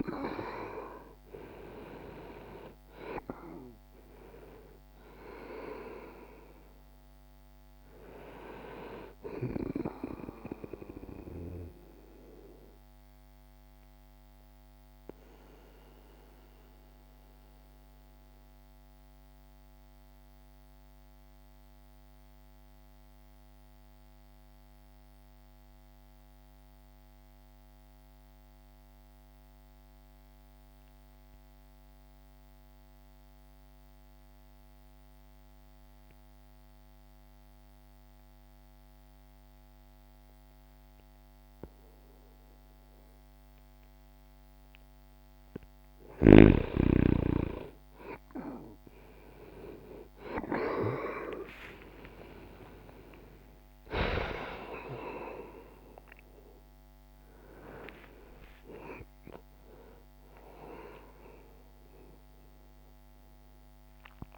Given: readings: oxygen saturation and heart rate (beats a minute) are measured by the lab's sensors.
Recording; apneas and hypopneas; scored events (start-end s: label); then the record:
breathing in sleep by a microphone on the trachea; 1
0.00-1.00 s: arousal
0.00-34.50 s: oxygen desaturation (device-marked, oxygen 84% lowest, heart rate 60 extreme)
12.00-44.50 s: obstructive apnea (oxygen 98% before, 84% lowest, heart rate 61 before, 60 extreme, up 1 after)
46.50-64.38 s: new sleep stage, N1 (lightest sleep)
47.50-64.38 s: oxygen desaturation (device-marked, oxygen 97% before, 89% lowest, heart rate 60 before, 60 extreme)
51.50-57.00 s: arousal
From the record:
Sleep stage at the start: N2 (light sleep); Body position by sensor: on the right side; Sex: male